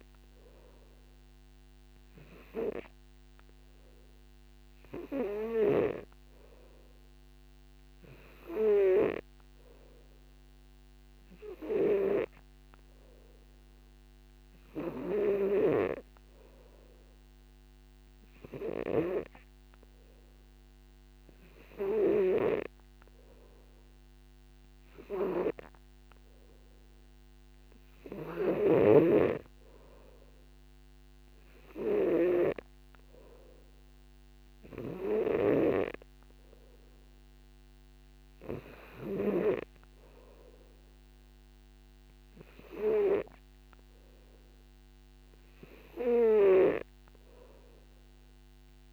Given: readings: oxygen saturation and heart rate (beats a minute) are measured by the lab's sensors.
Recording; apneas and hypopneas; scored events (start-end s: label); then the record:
breathing in sleep by a microphone on the trachea; none
none scored
From the record:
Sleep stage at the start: N3 (deep sleep); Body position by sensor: on the back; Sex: male